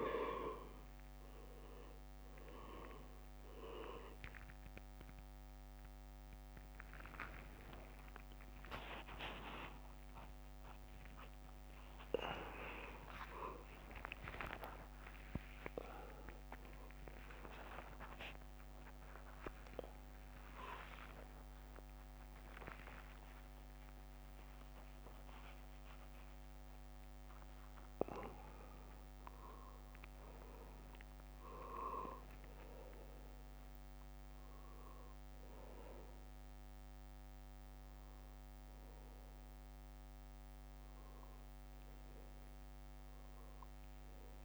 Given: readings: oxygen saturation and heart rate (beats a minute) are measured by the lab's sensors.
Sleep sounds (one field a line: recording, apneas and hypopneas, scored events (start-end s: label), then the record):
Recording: a person awake in a sleep study, by a microphone on the trachea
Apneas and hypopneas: none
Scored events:
0.00-19.00 s: oxygen desaturation (device-marked, oxygen 93% lowest, heart rate 57 extreme)
1.00-32.00 s: drop in pulse transit time (device-marked, heart rate 55 before, 64 extreme)
6.00-23.00 s: tachycardia (device-marked, heart rate 63 before, 142 extreme)
7.50-9.50 s: long interval between heartbeats (device-marked, heart rate 58 before, 89 extreme)
8.00-44.45 s: new sleep stage, awake
11.00-13.00 s: long interval between heartbeats (device-marked, heart rate 67 before, 120 extreme)
13.00-15.00 s: long interval between heartbeats (device-marked, heart rate 75 before, 138 extreme)
18.50-20.50 s: long interval between heartbeats (device-marked, heart rate 96 before, 109 extreme)
20.50-22.50 s: long interval between heartbeats (device-marked, heart rate 101 before, 125 extreme)
21.00-37.00 s: oxygen desaturation (device-marked, oxygen 96% before, 91% lowest, heart rate 104 before, 57 extreme)
29.00-32.00 s: tachycardia (device-marked, heart rate 66 before, 99 extreme)
29.50-33.50 s: leg movement (device-marked)
30.50-32.50 s: long interval between heartbeats (device-marked, heart rate 120 before, 80 extreme)
41.50-42.50 s: leg movement (device-marked)
43.00-44.45 s: leg movement (device-marked)
From the record:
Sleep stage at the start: N2 (light sleep)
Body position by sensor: on the right side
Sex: male